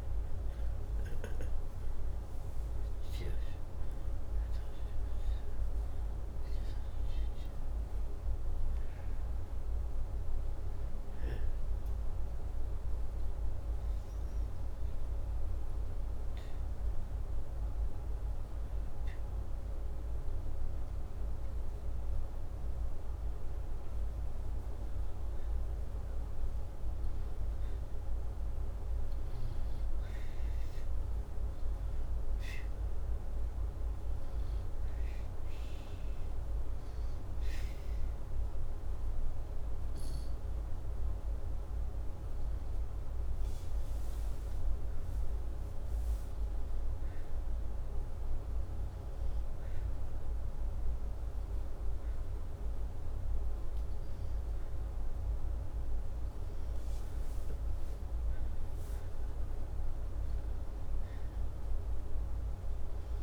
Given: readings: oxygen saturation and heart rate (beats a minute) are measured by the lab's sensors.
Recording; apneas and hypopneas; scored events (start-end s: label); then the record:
breathing in sleep, hard to hear, by a room microphone; 1
5.00-9.00 s: arousal
15.00-29.00 s: hypopnea (oxygen 97% before, 95% lowest, heart rate 86 before, 84 extreme, up 2 after)
30.50-34.00 s: arousal
From the record:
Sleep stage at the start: N2 (light sleep); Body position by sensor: upright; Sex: male